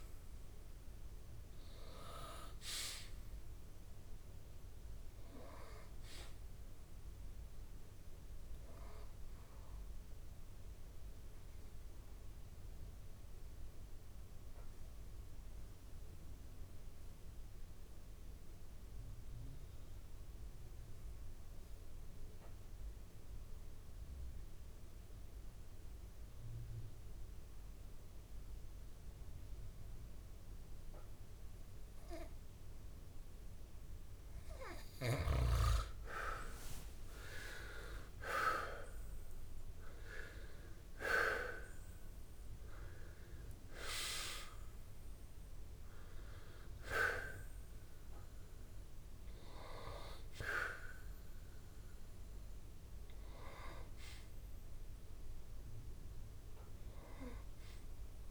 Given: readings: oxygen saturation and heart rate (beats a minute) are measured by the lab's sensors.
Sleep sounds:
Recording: breathing in sleep by a room microphone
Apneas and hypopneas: 1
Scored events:
0.00-16.50 s: oxygen desaturation (device-marked, oxygen 85% lowest, heart rate 64 extreme)
11.00-34.50 s: obstructive apnea (oxygen 97% before, 84% lowest, heart rate 94 before, 64 extreme, up 52 after)
34.50-58.31 s: oxygen desaturation (device-marked, oxygen 98% before, 84% lowest, heart rate 64 before, 65 extreme)
36.50-41.50 s: arousal
From the record:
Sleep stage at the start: N2 (light sleep)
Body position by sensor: on the back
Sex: male

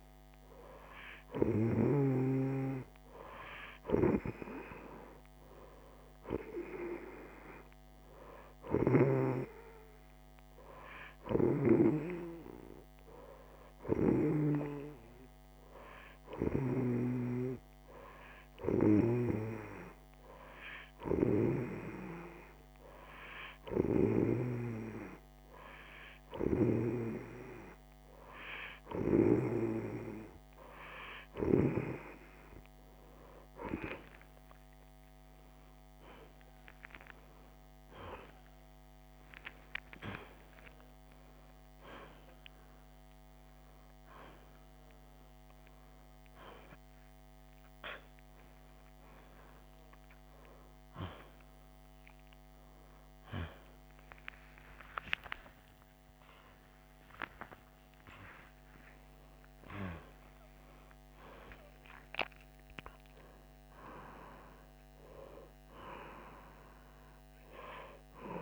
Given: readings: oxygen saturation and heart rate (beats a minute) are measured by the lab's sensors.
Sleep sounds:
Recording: a person awake in a sleep study, by a microphone on the trachea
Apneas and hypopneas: 1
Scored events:
0.00-1.00 s: arousal
0.00-2.00 s: snoring (device-marked)
16.50-28.00 s: hypopnea (oxygen 90% before, 89% lowest, heart rate 97 before, 39 extreme)
18.50-24.00 s: snoring (device-marked)
19.50-68.42 s: new sleep stage, awake
From the record:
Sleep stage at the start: N2 (light sleep)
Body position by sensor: on the right side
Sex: female

